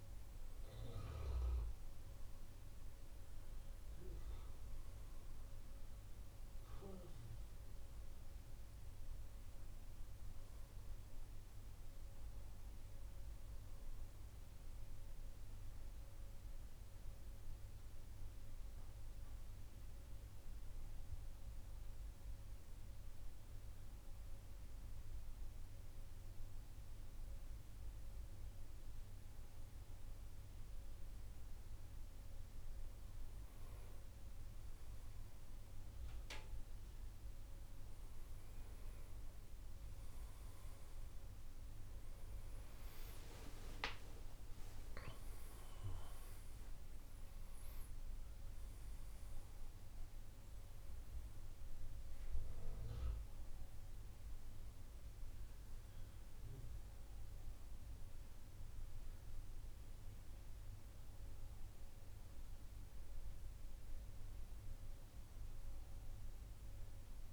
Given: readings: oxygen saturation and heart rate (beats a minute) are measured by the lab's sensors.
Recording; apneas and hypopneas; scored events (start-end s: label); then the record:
breathing in sleep, hard to hear, by a room microphone; 1
14.50-32.50 s: central apnea (oxygen 97% before, 92% lowest, heart rate 79 before, 67 extreme, up 5 after)
30.50-47.50 s: oxygen desaturation (device-marked, oxygen 97% before, 92% lowest, heart rate 70 before, 70 extreme)
33.00-36.50 s: arousal
59.50-63.00 s: arousal
From the record:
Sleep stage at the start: N2 (light sleep); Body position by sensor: on the right side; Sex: male